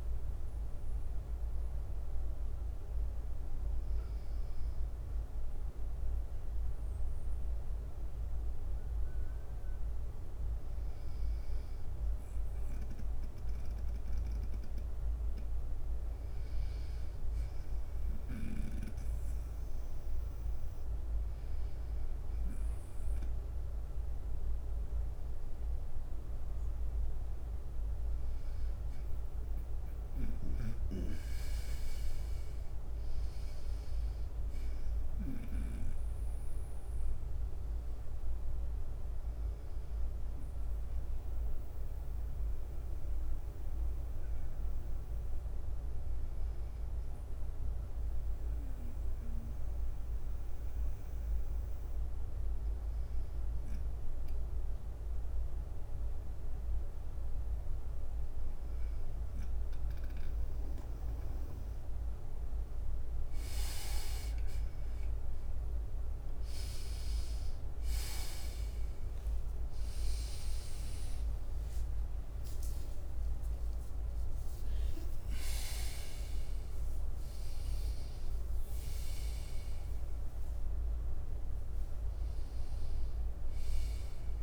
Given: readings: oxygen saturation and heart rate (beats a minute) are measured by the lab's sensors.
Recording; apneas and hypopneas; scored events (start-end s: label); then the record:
breathing in sleep, hard to hear, by a room microphone; 1
0.00-29.50 s: bradycardia (device-marked, heart rate 53 extreme)
11.50-23.50 s: drop in pulse transit time (device-marked, heart rate 55 before, 54 extreme)
34.50-61.50 s: bradycardia (device-marked, heart rate 61 before, 53 extreme)
45.00-58.50 s: hypopnea (oxygen 97% before, 95% lowest, heart rate 56 before, 54 extreme, up 8 after)
65.50-71.00 s: arousal
74.00-76.50 s: leg movement (device-marked)
79.00-81.00 s: leg movement (device-marked)
82.50-84.43 s: bradycardia (device-marked, heart rate 61 before, 51 extreme)
From the record:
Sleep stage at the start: N2 (light sleep); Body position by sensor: on the right side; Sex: male